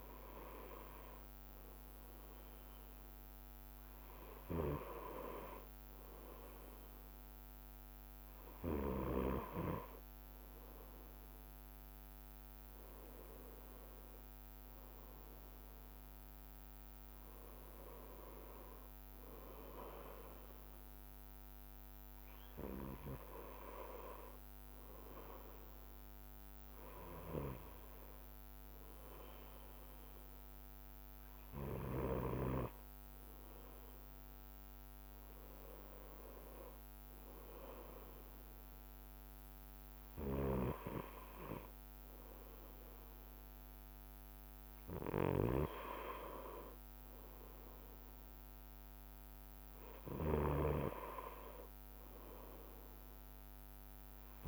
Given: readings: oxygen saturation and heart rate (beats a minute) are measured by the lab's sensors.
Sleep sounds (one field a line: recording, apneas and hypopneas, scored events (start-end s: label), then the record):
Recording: breathing in sleep by a microphone on the trachea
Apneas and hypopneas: none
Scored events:
0.00-54.48 s: bradycardia (device-marked, heart rate 54 extreme)
1.00-11.00 s: drop in pulse transit time (device-marked, heart rate 58 before, 58 extreme)
12.00-16.50 s: arousal
51.50-54.48 s: arousal
From the record:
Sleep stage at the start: N2 (light sleep)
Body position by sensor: on the right side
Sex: male